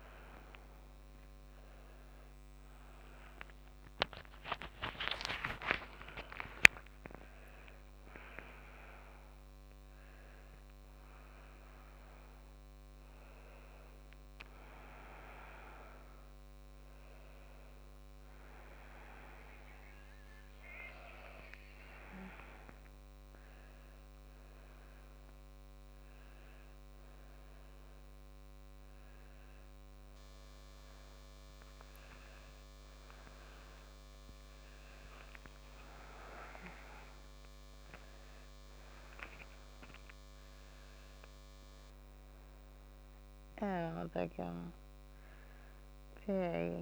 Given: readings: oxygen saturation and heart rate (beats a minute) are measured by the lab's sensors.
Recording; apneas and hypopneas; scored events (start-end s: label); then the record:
a person awake in a sleep study, by a microphone on the trachea; none
46.50-46.82 s: new sleep stage, N2 (light sleep)
From the record:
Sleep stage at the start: awake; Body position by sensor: on the back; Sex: female